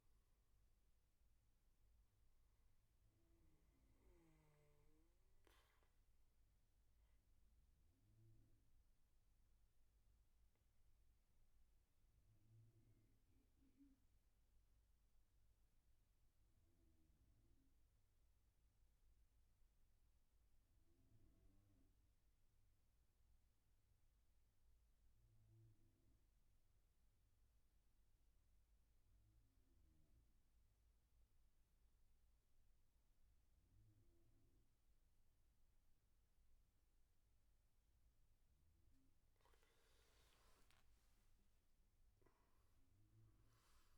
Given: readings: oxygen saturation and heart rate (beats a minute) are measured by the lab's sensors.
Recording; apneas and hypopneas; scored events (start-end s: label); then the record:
breathing in sleep, hard to hear, by a room microphone; 1
5.50-38.00 s: obstructive apnea (oxygen 97% before, 91% lowest, heart rate 74 before, 60 extreme, up 17 after)
33.00-43.98 s: oxygen desaturation (device-marked, oxygen 98% before, 91% lowest, heart rate 67 before, 61 extreme)
40.50-43.98 s: arousal
From the record:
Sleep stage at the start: N2 (light sleep); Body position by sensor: on the back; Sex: male